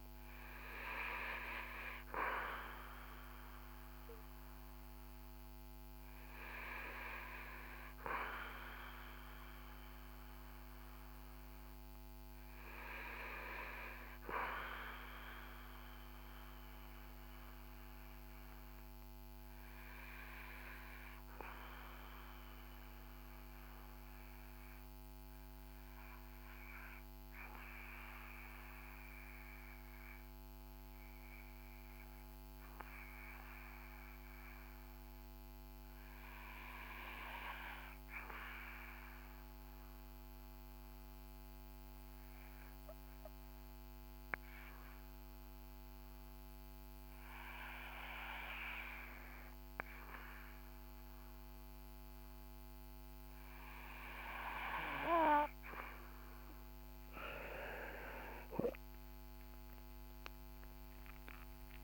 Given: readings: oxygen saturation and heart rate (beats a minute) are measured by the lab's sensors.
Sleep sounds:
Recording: breathing in sleep by a microphone on the trachea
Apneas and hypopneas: 1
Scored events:
0.00-25.50 s: oxygen desaturation (device-marked, oxygen 86% lowest, heart rate 52 extreme)
15.50-55.00 s: obstructive apnea (oxygen 91% before, 82% lowest, heart rate 58 before, 52 extreme, up 7 after)
44.50-61.84 s: oxygen desaturation (device-marked, oxygen 94% before, 82% lowest, heart rate 57 before, 51 extreme)
57.00-61.84 s: arousal
From the record:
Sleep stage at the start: N2 (light sleep)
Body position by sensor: on the back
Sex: male

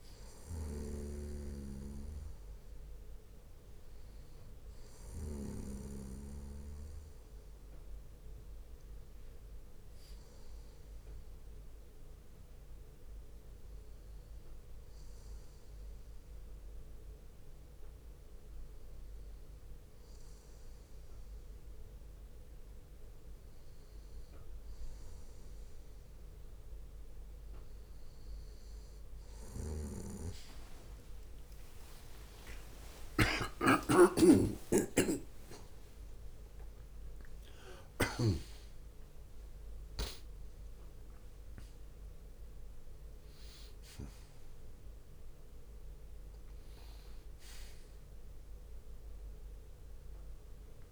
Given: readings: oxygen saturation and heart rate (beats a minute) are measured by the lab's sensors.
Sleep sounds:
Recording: a person partly awake in a sleep study, by a room microphone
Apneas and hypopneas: none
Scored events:
5.00-7.00 s: bradycardia (device-marked, heart rate 70 before, 63 extreme)
8.00-12.00 s: bradycardia (device-marked, heart rate 70 before, 58 extreme)
18.00-20.00 s: bradycardia (device-marked, heart rate 69 before, 61 extreme)
23.00-29.00 s: bradycardia (device-marked, heart rate 69 before, 52 extreme)
29.00-50.92 s: new sleep stage, awake
31.00-37.00 s: tachycardia (device-marked, heart rate 69 before, 139 extreme)
From the record:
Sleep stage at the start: N2 (light sleep)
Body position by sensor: on the back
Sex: male

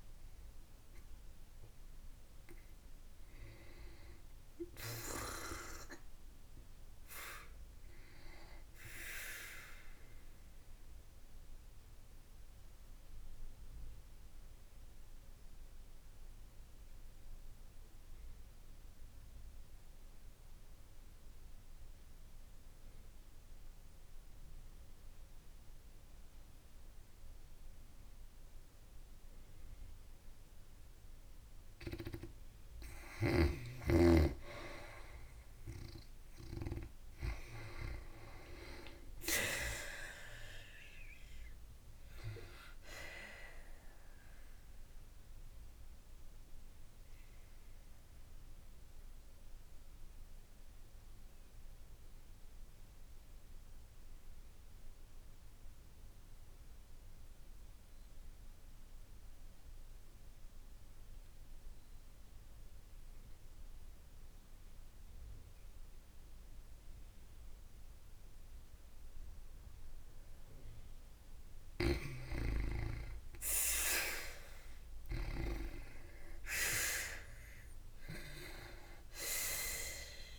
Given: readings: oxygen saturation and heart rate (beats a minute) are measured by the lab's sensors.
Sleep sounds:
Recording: breathing in sleep by a room microphone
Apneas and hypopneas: 2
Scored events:
0.00-18.50 s: oxygen desaturation (device-marked, oxygen 90% lowest, heart rate 52 extreme)
9.50-30.50 s: obstructive apnea (oxygen 93% before, 89% lowest, heart rate 69 before, 52 extreme, up 7 after)
33.50-38.50 s: arousal
33.50-45.50 s: oxygen desaturation (device-marked, oxygen 94% before, 90% lowest, heart rate 56 before, 53 extreme)
42.50-70.50 s: obstructive apnea (oxygen 94% before, 88% lowest, heart rate 57 before, 53 extreme)
71.50-80.39 s: oxygen desaturation (device-marked, oxygen 96% before, 89% lowest, heart rate 56 before, 53 extreme)
72.00-76.00 s: arousal
From the record:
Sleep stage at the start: N2 (light sleep)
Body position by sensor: on the back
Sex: female

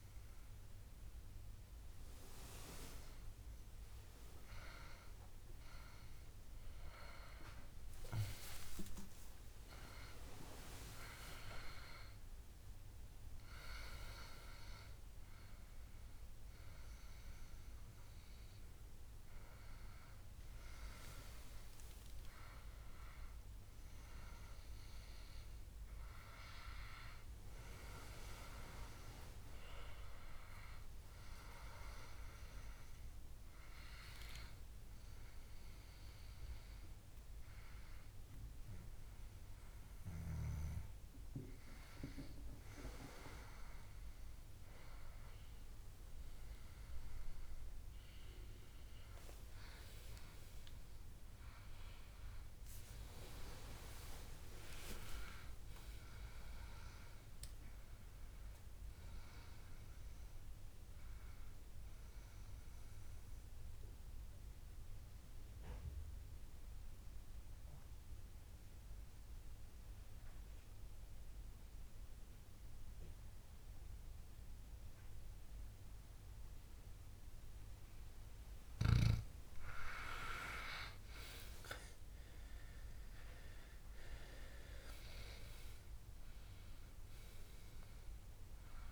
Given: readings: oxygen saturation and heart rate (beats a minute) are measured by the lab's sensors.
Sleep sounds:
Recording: a person partly awake in a sleep study, by a room microphone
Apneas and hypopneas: 2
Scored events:
0.00-14.50 s: oxygen desaturation (device-marked, oxygen 94% lowest, heart rate 65 extreme)
4.50-6.50 s: long interval between heartbeats (device-marked, heart rate 75 before, 66 extreme)
25.50-55.50 s: new sleep stage, N1 (lightest sleep)
31.50-44.50 s: obstructive apnea (oxygen 99% before, 93% lowest, heart rate 73 before, 62 extreme, up 10 after)
47.00-50.50 s: arousal
55.50-88.92 s: new sleep stage, N2 (light sleep)
62.50-78.00 s: obstructive apnea (oxygen 98% before, 93% lowest, heart rate 72 before, 58 extreme, up 17 after)
81.00-84.00 s: arousal
From the record:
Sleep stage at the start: awake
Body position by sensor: on the back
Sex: male

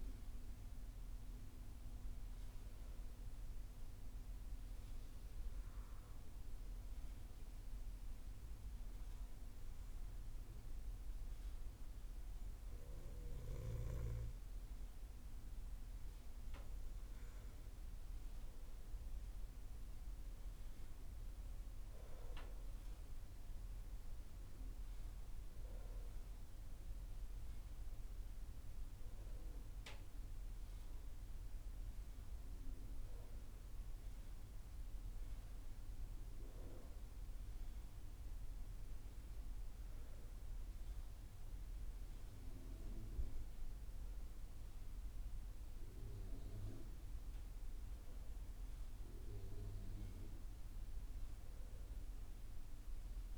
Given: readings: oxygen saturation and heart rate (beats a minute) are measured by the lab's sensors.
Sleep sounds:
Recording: breathing in sleep by a room microphone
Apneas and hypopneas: 1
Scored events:
3.00-15.50 s: mixed apnea (oxygen 97% before, 95% lowest, heart rate 67 before, 60 extreme, up 7 after)
52.00-53.38 s: new sleep stage, awake
From the record:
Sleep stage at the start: N2 (light sleep)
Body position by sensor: on the back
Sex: female

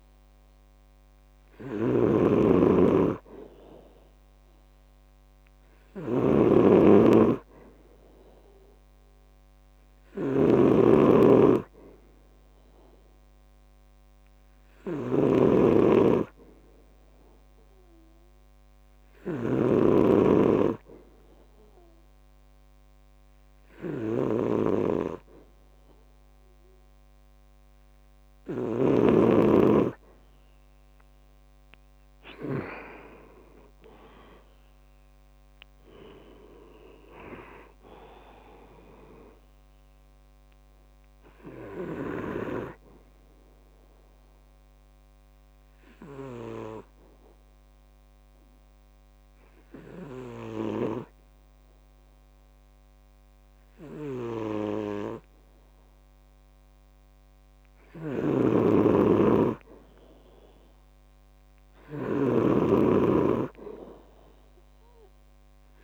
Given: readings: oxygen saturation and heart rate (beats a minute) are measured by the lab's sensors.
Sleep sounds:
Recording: breathing in sleep by a microphone on the trachea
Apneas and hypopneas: 2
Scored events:
0.00-2.00 s: arousal
0.00-29.00 s: snoring (device-marked)
3.00-26.00 s: oxygen desaturation (device-marked, oxygen 96% before, 92% lowest, heart rate 69 before, 66 extreme)
13.50-27.50 s: hypopnea (oxygen 96% before, 92% lowest, heart rate 69 before, 66 extreme, up 5 after)
29.50-33.00 s: arousal
44.50-58.00 s: obstructive apnea (oxygen 95% before, 91% lowest, heart rate 71 before, 66 extreme, up 5 after)
58.00-65.84 s: snoring (device-marked)
60.50-63.50 s: arousal
From the record:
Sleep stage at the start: N2 (light sleep)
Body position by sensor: on the back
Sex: male

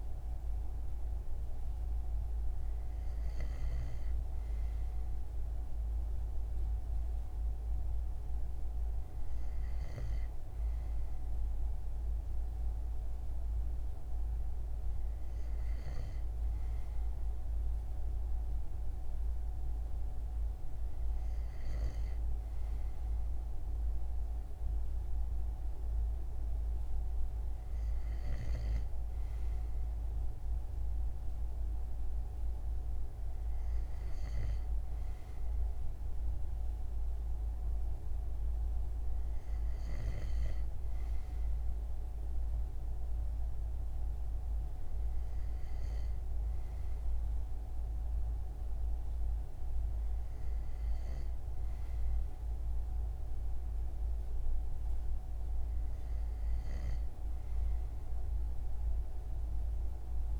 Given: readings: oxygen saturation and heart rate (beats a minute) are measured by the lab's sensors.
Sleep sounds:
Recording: breathing in sleep, hard to hear, by a room microphone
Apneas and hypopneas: none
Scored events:
0.00-3.50 s: snoring (device-marked)
From the record:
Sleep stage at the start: N2 (light sleep)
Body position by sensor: on the front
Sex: male

